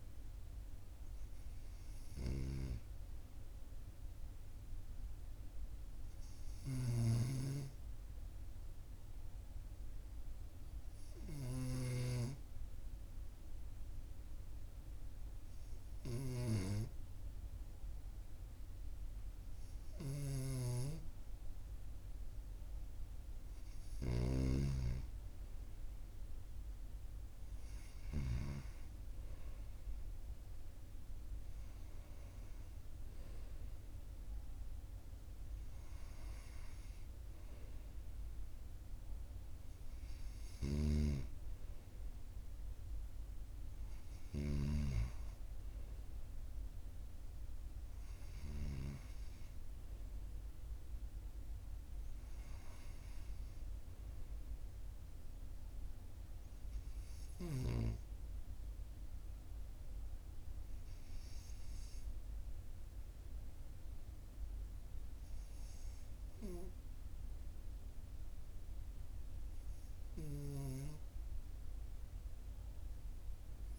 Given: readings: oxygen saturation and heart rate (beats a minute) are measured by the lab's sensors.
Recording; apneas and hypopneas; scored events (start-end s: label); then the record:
breathing in sleep by a room microphone; none
19.50-24.00 s: snoring (device-marked)
40.00-44.50 s: snoring (device-marked)
From the record:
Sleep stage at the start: N2 (light sleep); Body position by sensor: on the right side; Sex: male